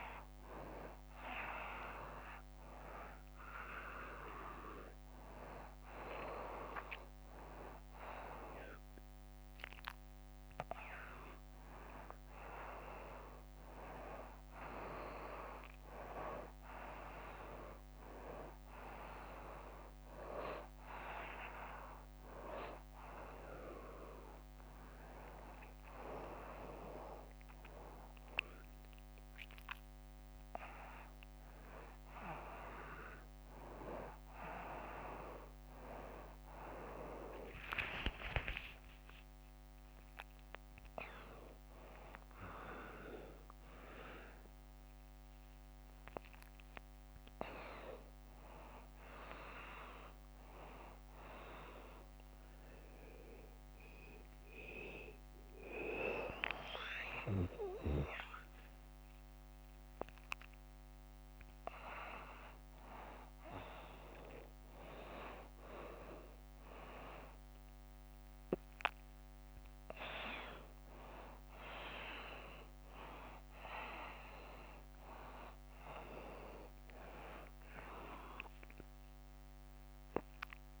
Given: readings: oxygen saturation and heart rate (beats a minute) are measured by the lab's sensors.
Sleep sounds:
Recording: a person awake in a sleep study, by a microphone on the trachea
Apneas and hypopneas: none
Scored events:
none scored
From the record:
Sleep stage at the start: awake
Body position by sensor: on the right side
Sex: female

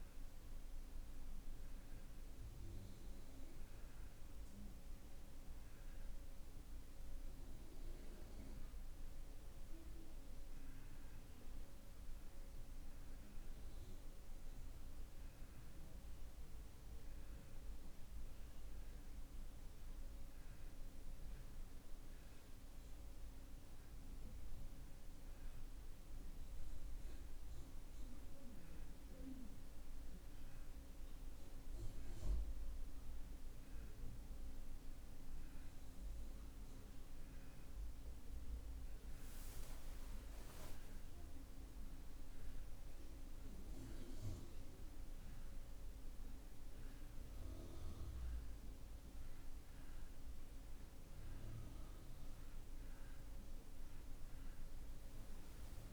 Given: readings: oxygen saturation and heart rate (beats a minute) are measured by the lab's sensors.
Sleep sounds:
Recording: breathing in sleep, hard to hear, by a room microphone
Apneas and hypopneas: none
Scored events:
42.50-49.00 s: arousal
50.50-55.93 s: oxygen desaturation (device-marked, oxygen 94% before, 91% lowest)
From the record:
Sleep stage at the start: N2 (light sleep)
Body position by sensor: on the back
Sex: male

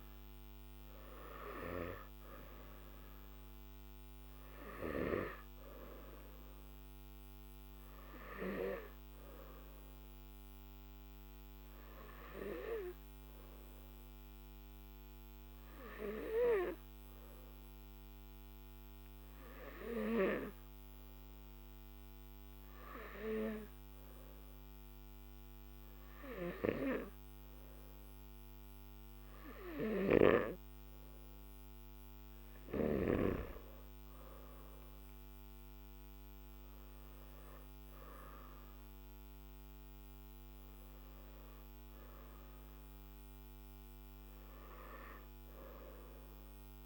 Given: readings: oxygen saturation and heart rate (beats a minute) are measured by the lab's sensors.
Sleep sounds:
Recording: breathing in sleep by a microphone on the trachea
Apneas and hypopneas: 1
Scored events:
11.50-28.50 s: hypopnea (oxygen 98% before, 94% lowest, heart rate 56 before, 50 extreme, up 8 after)
From the record:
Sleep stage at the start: N1 (lightest sleep)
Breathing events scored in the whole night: 231 in 5.2 hours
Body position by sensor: on the back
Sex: male

